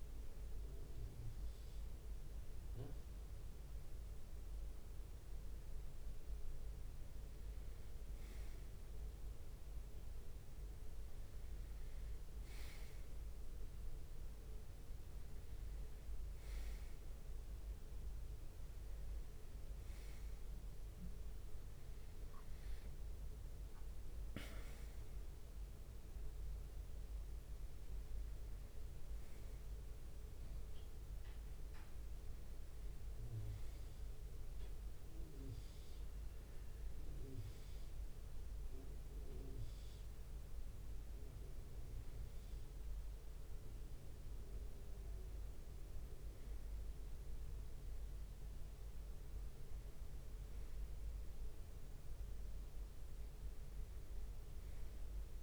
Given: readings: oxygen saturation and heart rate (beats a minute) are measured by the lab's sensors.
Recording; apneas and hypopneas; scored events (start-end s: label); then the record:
a person awake in a sleep study, hard to hear, by a room microphone; none
32.00-34.50 s: leg movement (device-marked)
From the record:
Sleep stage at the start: awake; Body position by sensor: on the right side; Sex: male